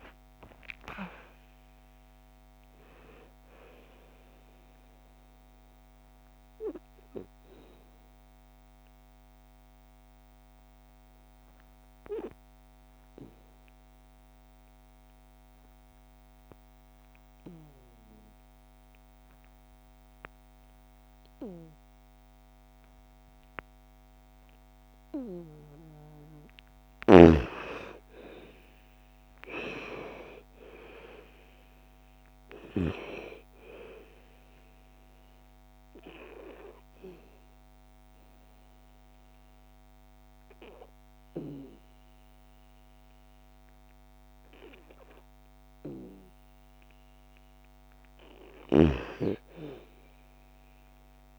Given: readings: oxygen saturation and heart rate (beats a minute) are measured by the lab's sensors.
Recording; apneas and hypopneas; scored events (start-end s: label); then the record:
breathing in sleep by a microphone on the trachea; 2
0.00-2.00 s: arousal
0.00-22.50 s: oxygen desaturation (device-marked, oxygen 86% lowest, heart rate 55 extreme)
6.50-24.50 s: obstructive apnea (oxygen 95% before, 86% lowest, heart rate 64 before, 55 extreme, up 9 after)
24.50-47.50 s: oxygen desaturation (device-marked, oxygen 98% before, 86% lowest, heart rate 60 before, 55 extreme)
27.50-32.00 s: arousal
34.50-46.50 s: obstructive apnea (oxygen 98% before, 86% lowest, heart rate 61 before, 55 extreme, up 4 after)
48.00-51.39 s: snoring (device-marked)
49.50-51.39 s: arousal
From the record:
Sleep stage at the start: N2 (light sleep); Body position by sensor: on the back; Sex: female